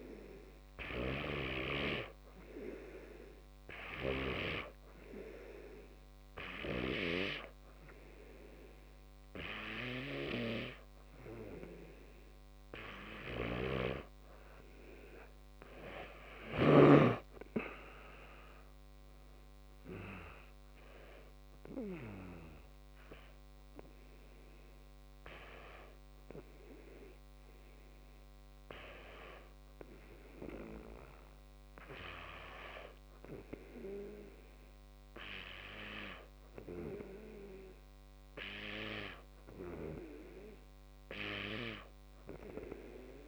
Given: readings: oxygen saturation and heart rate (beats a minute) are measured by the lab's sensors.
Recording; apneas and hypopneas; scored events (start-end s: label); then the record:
breathing in sleep by a microphone on the trachea; none
none scored
From the record:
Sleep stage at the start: N2 (light sleep); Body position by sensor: on the back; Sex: male